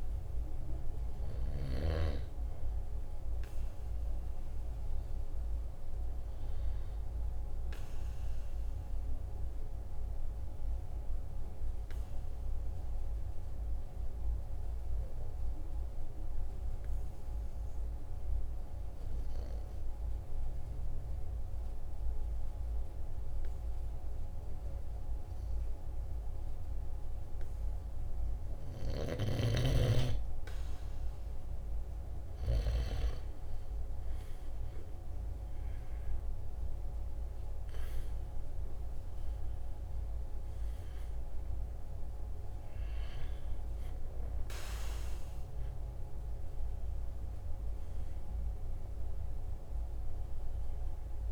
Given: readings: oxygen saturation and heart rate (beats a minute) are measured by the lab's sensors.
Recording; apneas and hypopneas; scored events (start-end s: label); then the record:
breathing in sleep by a room microphone; 1
3.00-6.50 s: arousal
8.50-28.50 s: obstructive apnea (oxygen 95% before, 93% lowest, heart rate 45 before, 46 extreme, up 3 after)
29.50-33.00 s: snoring (device-marked)
29.50-33.50 s: arousal
36.50-51.32 s: oxygen desaturation (device-marked, oxygen 97% before, 93% lowest, heart rate 47 before, 44 extreme)
From the record:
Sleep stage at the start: N2 (light sleep); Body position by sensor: on the right side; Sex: male